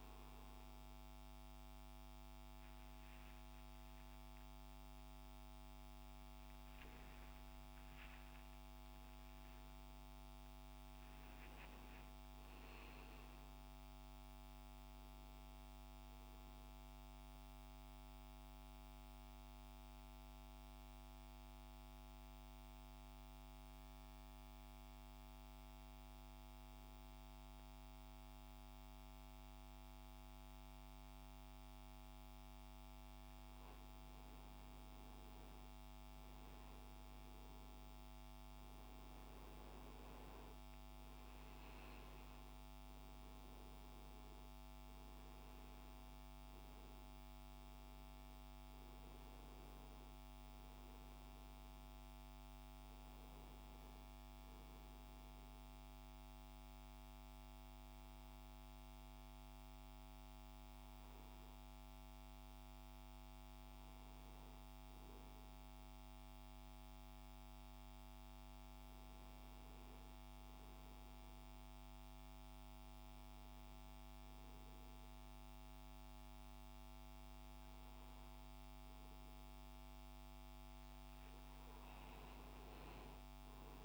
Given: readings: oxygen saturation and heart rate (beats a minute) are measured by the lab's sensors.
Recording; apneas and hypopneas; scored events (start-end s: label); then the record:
breathing in sleep, hard to hear, by a microphone on the trachea; 1
7.00-11.50 s: arousal
17.00-33.00 s: mixed apnea (oxygen 98% before, 92% lowest, heart rate 80 before, 63 extreme, up 8 after)
33.00-56.00 s: oxygen desaturation (device-marked, oxygen 96% before, 92% lowest, heart rate 67 before, 66 extreme)
35.50-40.50 s: arousal
From the record:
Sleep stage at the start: N2 (light sleep); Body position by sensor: on the right side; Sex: male